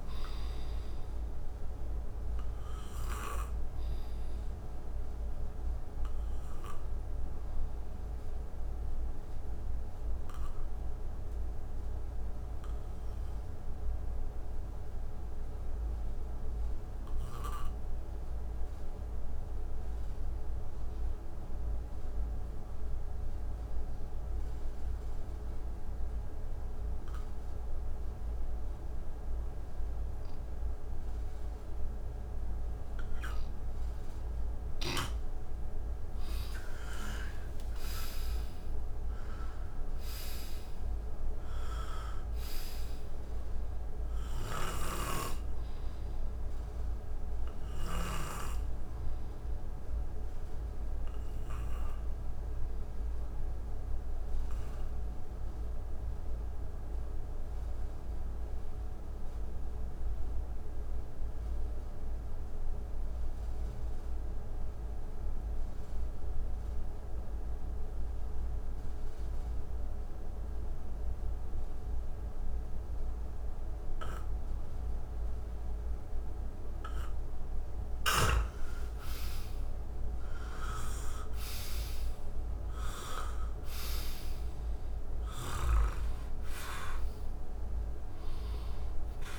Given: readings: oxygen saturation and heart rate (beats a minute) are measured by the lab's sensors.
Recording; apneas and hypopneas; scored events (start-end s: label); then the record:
breathing in sleep by a room microphone; 2
0.00-12.50 s: oxygen desaturation (device-marked, oxygen 84% lowest, heart rate 59 extreme)
3.50-35.00 s: obstructive apnea (oxygen 97% before, 84% lowest, heart rate 67 before, 56 extreme, up 20 after)
29.50-61.50 s: oxygen desaturation (device-marked, oxygen 97% before, 86% lowest, heart rate 63 before, 56 extreme)
36.50-41.00 s: arousal
46.00-77.50 s: obstructive apnea (oxygen 98% before, 84% lowest, heart rate 67 before, 56 extreme, up 13 after)
73.50-89.39 s: oxygen desaturation (device-marked, oxygen 98% before, 84% lowest, heart rate 61 before, 57 extreme)
78.50-82.50 s: arousal
From the record:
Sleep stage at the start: N2 (light sleep); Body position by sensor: on the right side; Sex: male